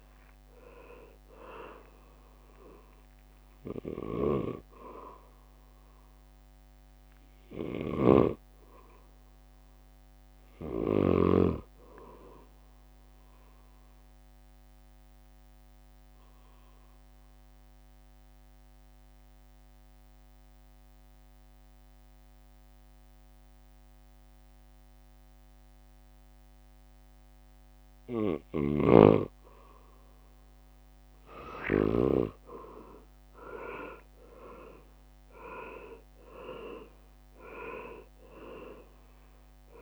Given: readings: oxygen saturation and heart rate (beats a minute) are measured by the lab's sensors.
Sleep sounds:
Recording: breathing in sleep by a microphone on the trachea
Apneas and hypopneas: 1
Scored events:
0.00-6.00 s: drop in pulse transit time (device-marked, heart rate 67 extreme)
0.00-25.00 s: oxygen desaturation (device-marked, oxygen 89% lowest, heart rate 57 extreme)
14.00-30.00 s: mixed apnea (oxygen 99% before, 89% lowest, heart rate 68 before, 57 extreme, up 18 after)
29.00-31.50 s: leg movement (device-marked)
32.50-37.00 s: arousal
33.00-39.82 s: drop in pulse transit time (device-marked, heart rate 61 before, 66 extreme)
38.00-39.82 s: oxygen desaturation (device-marked, oxygen 99% before, 94% lowest, heart rate 63 before, 59 extreme)
From the record:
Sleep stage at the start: N2 (light sleep)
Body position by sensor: on the back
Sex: male

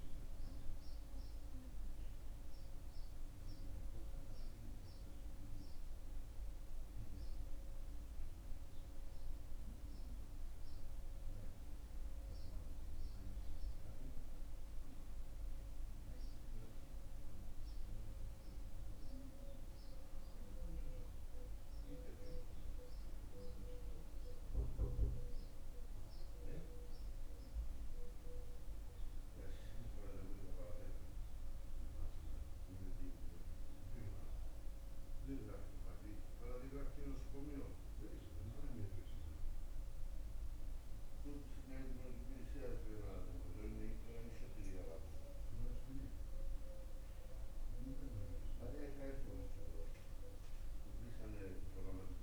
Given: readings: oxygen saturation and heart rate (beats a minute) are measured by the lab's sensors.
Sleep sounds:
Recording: a person awake in a sleep study, by a room microphone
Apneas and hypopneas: none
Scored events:
none scored
From the record:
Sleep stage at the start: awake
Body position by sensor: on the back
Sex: male

